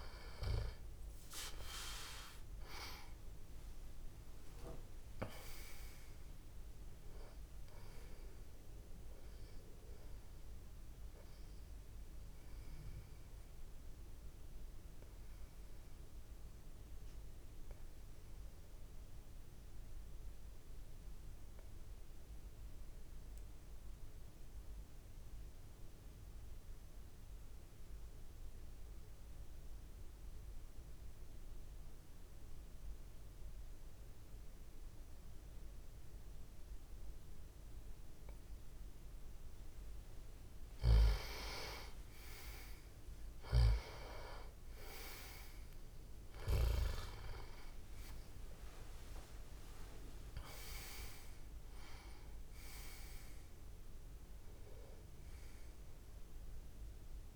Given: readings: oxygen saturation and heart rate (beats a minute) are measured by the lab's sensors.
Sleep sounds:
breathing in sleep by a room microphone; 1
0.00-19.50 s: oxygen desaturation (device-marked, oxygen 90% lowest)
14.00-39.50 s: obstructive apnea (oxygen 98% before, 88% lowest)
38.50-57.36 s: oxygen desaturation (device-marked, oxygen 97% before, 88% lowest)
43.00-46.50 s: snoring (device-marked)
45.50-50.00 s: arousal
From the record:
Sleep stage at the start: N2 (light sleep); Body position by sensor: on the back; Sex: male

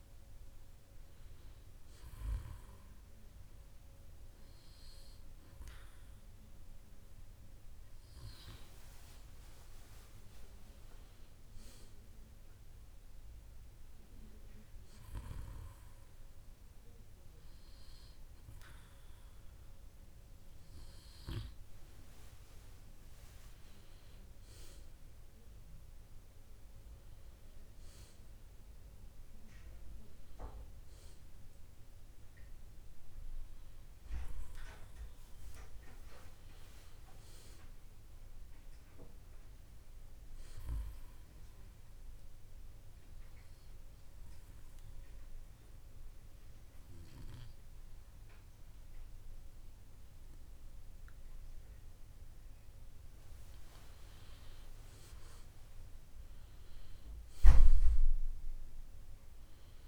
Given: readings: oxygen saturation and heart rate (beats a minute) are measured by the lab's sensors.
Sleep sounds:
breathing in sleep by a room microphone; 2
15.50-25.50 s: obstructive apnea (oxygen 96% before, 93% lowest, heart rate 65 before, 60 extreme, up 5 after)
27.50-31.50 s: arousal
43.00-54.00 s: obstructive apnea (oxygen 96% before, 93% lowest, heart rate 65 before, 59 extreme, up 9 after)
57.00-59.88 s: arousal
From the record:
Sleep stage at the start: N2 (light sleep); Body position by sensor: on the back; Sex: male

